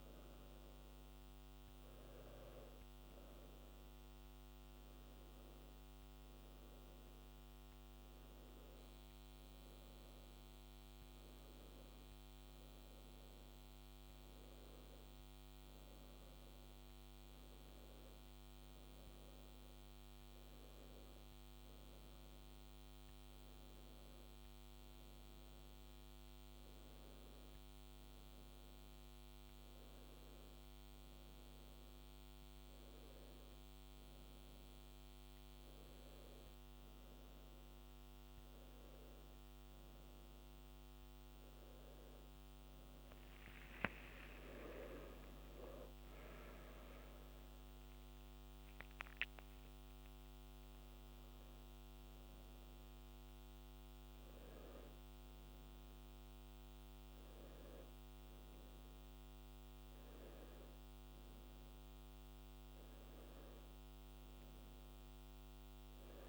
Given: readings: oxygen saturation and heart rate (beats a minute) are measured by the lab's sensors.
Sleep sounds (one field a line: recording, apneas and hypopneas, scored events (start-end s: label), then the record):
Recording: breathing in sleep, hard to hear, by a microphone on the trachea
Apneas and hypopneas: none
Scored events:
43.00-47.50 s: arousal
51.50-60.50 s: oxygen desaturation (device-marked, oxygen 96% before, 93% lowest, heart rate 75 before, 67 extreme)
From the record:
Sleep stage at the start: N2 (light sleep)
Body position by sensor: on the back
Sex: male